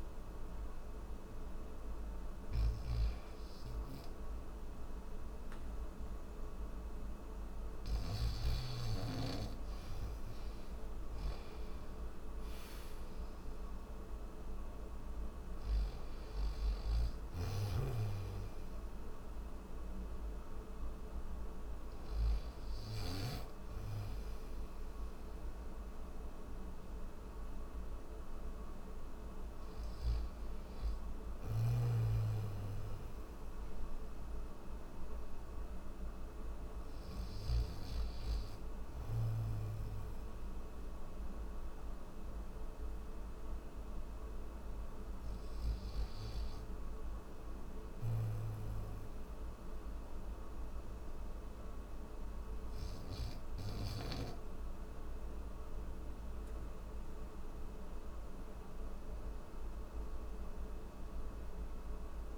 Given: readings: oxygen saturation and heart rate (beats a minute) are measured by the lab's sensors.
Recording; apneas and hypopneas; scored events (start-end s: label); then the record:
breathing in sleep, hard to hear, by a room microphone; none
0.00-25.50 s: oxygen desaturation (device-marked, oxygen 91% lowest, heart rate 58 extreme)
2.00-7.50 s: snoring (device-marked)
30.50-37.00 s: snoring (device-marked)
From the record:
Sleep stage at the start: N1 (lightest sleep); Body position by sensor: on the back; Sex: male